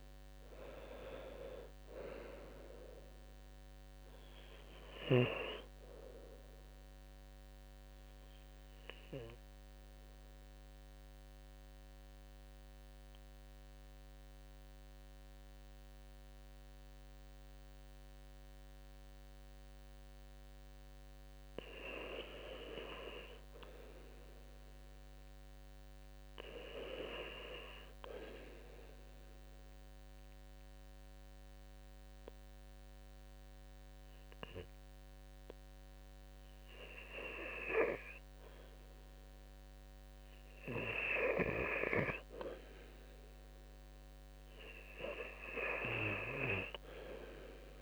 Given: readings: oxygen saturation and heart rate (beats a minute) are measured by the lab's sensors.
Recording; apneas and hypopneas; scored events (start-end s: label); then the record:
breathing in sleep by a microphone on the trachea; 1
7.50-21.00 s: obstructive apnea (oxygen 98% before, 90% lowest, heart rate 71 before, 65 extreme, up 3 after)
18.50-28.50 s: oxygen desaturation (device-marked, oxygen 97% before, 90% lowest, heart rate 68 before, 67 extreme)
22.50-25.00 s: arousal
From the record:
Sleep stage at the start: REM sleep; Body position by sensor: on the left side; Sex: male